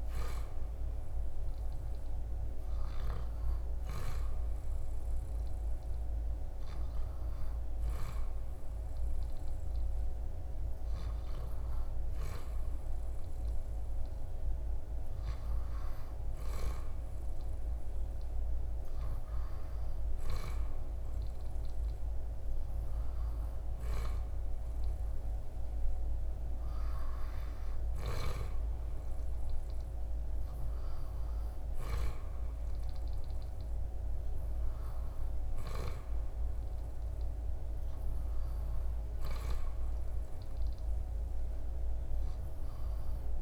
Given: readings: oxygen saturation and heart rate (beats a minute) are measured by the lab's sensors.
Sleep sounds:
breathing in sleep, hard to hear, by a room microphone; none
none scored
From the record:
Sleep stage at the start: REM sleep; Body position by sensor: on the back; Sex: male

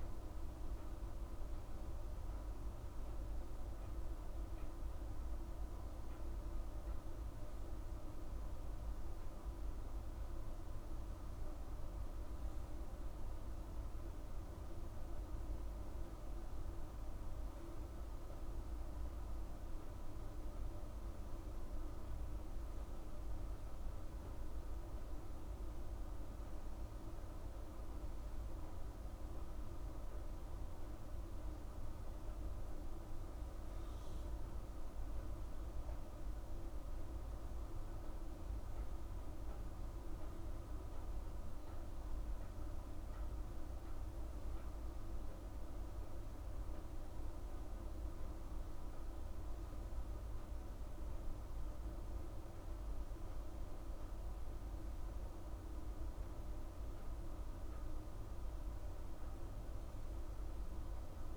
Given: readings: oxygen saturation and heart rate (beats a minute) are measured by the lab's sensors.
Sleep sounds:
breathing in sleep, hard to hear, by a room microphone; none
none scored
From the record:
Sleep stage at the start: N3 (deep sleep); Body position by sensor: on the right side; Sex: female

